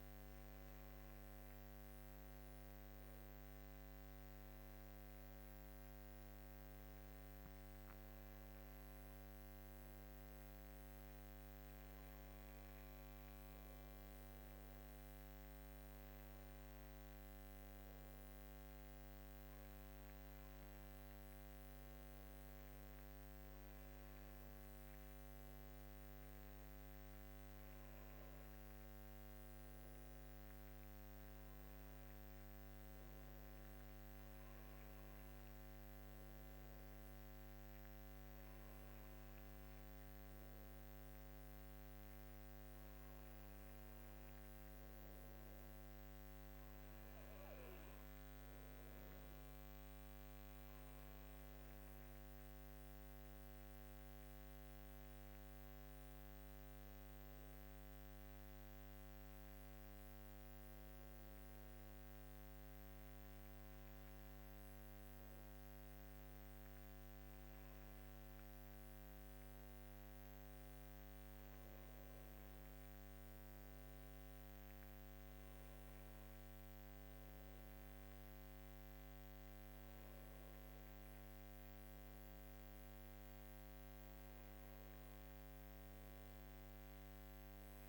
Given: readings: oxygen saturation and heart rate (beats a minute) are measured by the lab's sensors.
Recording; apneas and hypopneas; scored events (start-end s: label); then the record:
breathing in sleep, hard to hear, by a microphone on the trachea; 1
51.00-67.00 s: hypopnea (oxygen 98% before, 97% lowest, heart rate 58 before, 53 extreme, up 8 after)
69.50-73.00 s: arousal
From the record:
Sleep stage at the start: N2 (light sleep); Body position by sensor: on the left side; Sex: female